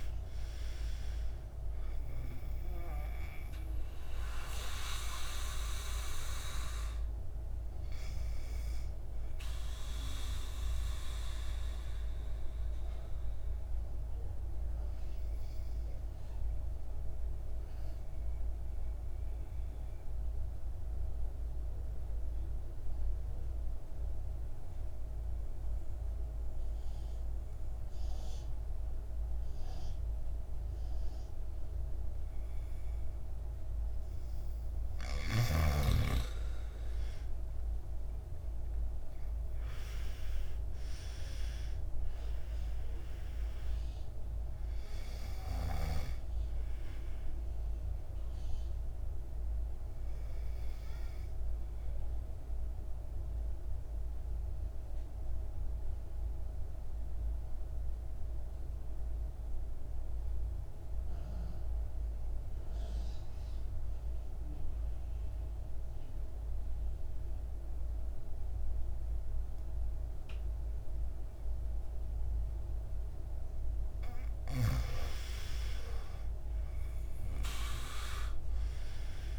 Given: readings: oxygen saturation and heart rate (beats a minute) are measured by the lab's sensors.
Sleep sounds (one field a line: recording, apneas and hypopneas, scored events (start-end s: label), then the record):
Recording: breathing in sleep by a room microphone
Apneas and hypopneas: 2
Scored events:
0.50-26.50 s: oxygen desaturation (device-marked, oxygen 98% before, 85% lowest, heart rate 57 before, 52 extreme)
11.00-35.00 s: mixed apnea (oxygen 98% before, 85% lowest, heart rate 62 before, 52 extreme, up 18 after)
36.50-40.50 s: arousal
36.50-65.50 s: oxygen desaturation (device-marked, oxygen 98% before, 85% lowest, heart rate 55 before, 52 extreme)
52.00-73.50 s: mixed apnea (oxygen 98% before, 85% lowest, heart rate 64 before, 50 extreme, up 12 after)
74.50-79.38 s: oxygen desaturation (device-marked, oxygen 99% before, 87% lowest, heart rate 55 before, 50 extreme)
75.00-78.50 s: arousal
From the record:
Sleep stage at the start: N2 (light sleep)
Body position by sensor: on the back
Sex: male